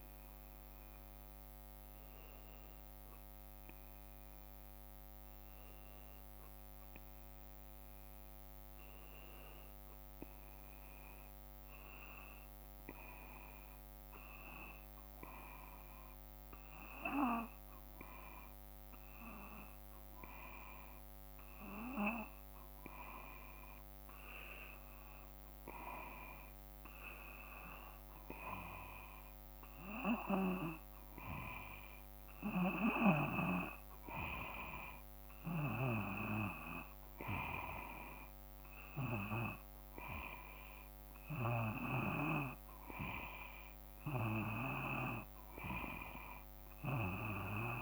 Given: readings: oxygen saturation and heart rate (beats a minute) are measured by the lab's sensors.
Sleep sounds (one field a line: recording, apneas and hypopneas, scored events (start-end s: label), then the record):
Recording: breathing in sleep by a microphone on the trachea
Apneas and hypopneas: 1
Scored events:
6.50-47.82 s: new sleep stage, REM sleep
12.00-24.00 s: hypopnea (oxygen 95% before, 92% lowest, heart rate 55 before, 55 extreme, up 2 after)
26.50-30.00 s: arousal
35.50-42.00 s: snoring (device-marked)
From the record:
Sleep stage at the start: N2 (light sleep)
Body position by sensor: on the back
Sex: male